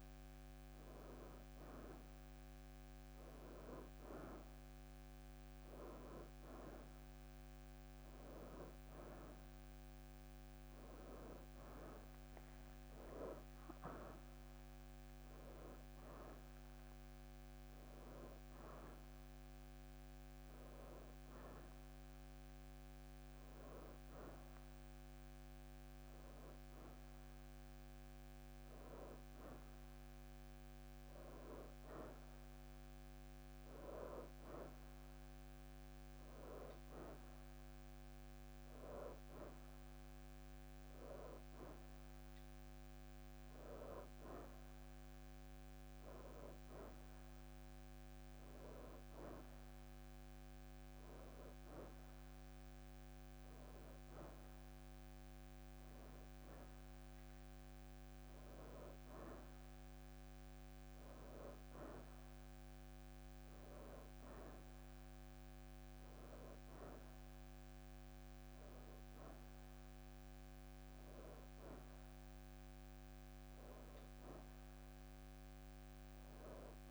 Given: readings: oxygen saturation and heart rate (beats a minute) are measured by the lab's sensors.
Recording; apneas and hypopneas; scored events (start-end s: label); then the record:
breathing in sleep by a microphone on the trachea; none
0.00-3.00 s: leg movement (device-marked)
4.50-6.50 s: leg movement (device-marked)
12.50-17.00 s: arousal
58.00-76.91 s: new sleep stage, N2 (light sleep)
From the record:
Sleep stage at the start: N1 (lightest sleep); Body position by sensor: on the right side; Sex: female